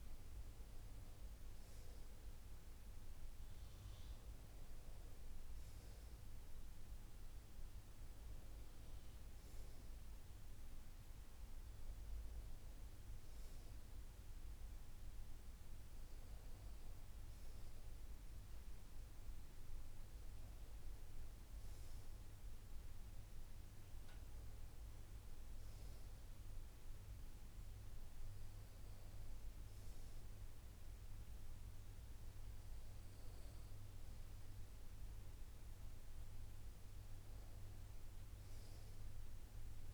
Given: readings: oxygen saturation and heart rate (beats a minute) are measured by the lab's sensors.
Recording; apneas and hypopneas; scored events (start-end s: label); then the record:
breathing in sleep, hard to hear, by a room microphone; none
none scored
From the record:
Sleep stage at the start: N2 (light sleep); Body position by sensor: on the right side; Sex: male